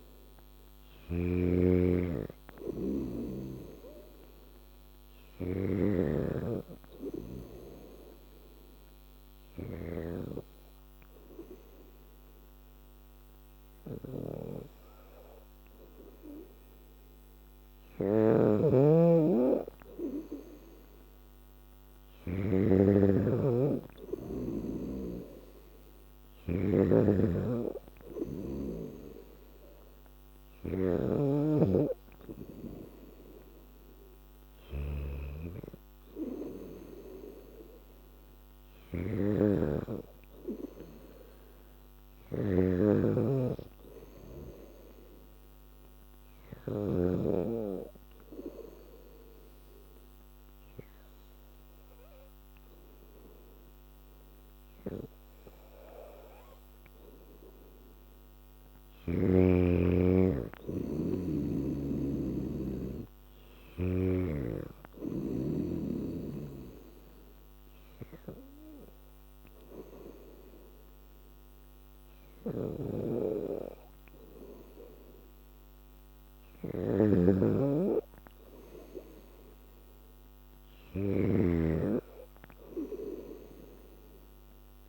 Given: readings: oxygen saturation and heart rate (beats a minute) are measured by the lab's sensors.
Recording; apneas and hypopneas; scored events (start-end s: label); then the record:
breathing in sleep by a microphone on the trachea; 2
0.00-47.00 s: snoring (device-marked)
8.00-20.50 s: hypopnea (oxygen 97% before, 93% lowest, heart rate 87 before, 83 extreme, up 4 after)
22.00-25.50 s: arousal
39.50-43.00 s: arousal
47.00-58.00 s: obstructive apnea (oxygen 96% before, 93% lowest, heart rate 87 before, 81 extreme, up 0 after)
59.50-62.50 s: arousal
62.00-74.00 s: oxygen desaturation (device-marked, oxygen 97% before, 93% lowest, heart rate 86 before, 81 extreme)
72.00-84.88 s: snoring (device-marked)
From the record:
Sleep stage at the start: N2 (light sleep); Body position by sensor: on the back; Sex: female